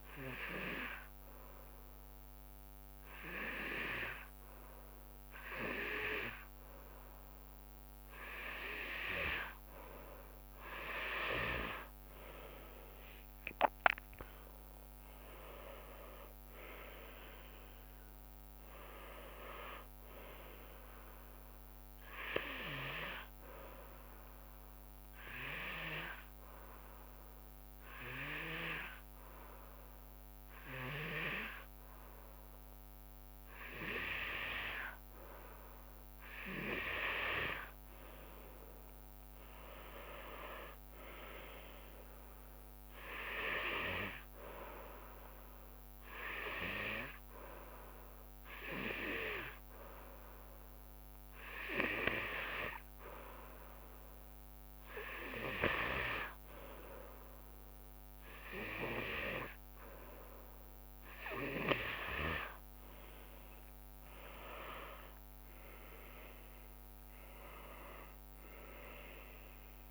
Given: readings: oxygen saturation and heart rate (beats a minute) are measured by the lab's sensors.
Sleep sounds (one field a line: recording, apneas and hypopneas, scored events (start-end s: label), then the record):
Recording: breathing in sleep by a microphone on the trachea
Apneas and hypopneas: 3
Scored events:
2.50-13.50 s: hypopnea (oxygen 96% before, 91% lowest, heart rate 80 before, 69 extreme, up 15 after)
13.00-25.00 s: drop in pulse transit time (device-marked, heart rate 75 before, 76 extreme)
13.00-29.00 s: oxygen desaturation (device-marked, oxygen 96% before, 91% lowest, heart rate 75 before, 69 extreme)
15.00-19.00 s: arousal
26.00-36.50 s: hypopnea (oxygen 96% before, 92% lowest, heart rate 79 before, 69 extreme, up 12 after)
39.00-49.00 s: drop in pulse transit time (device-marked, heart rate 74 before, 74 extreme)
40.50-43.50 s: arousal
46.00-57.00 s: hypopnea (oxygen 96% before, 92% lowest, heart rate 74 before, 72 extreme, up 6 after)
64.00-68.00 s: arousal
65.00-69.91 s: drop in pulse transit time (device-marked, heart rate 74 before, 79 extreme)
67.00-69.91 s: oxygen desaturation (device-marked, oxygen 96% before, 92% lowest, heart rate 75 before, 70 extreme)
From the record:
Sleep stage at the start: N2 (light sleep)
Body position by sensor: on the back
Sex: female